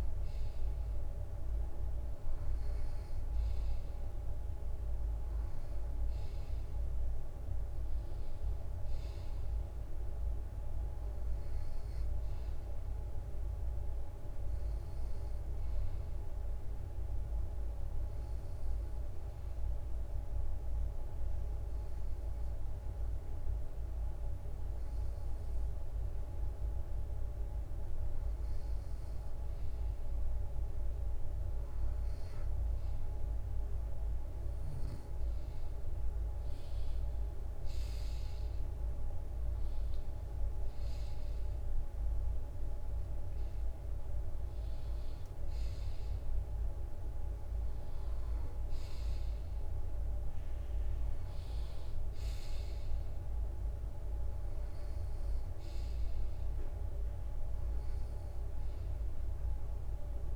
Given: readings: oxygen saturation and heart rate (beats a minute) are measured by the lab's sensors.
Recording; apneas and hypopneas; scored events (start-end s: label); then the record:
breathing in sleep, hard to hear, by a room microphone; none
36.00-40.00 s: arousal
38.00-54.00 s: drop in pulse transit time (device-marked, heart rate 65 before, 65 extreme)
From the record:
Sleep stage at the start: N2 (light sleep); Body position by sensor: on the right side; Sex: male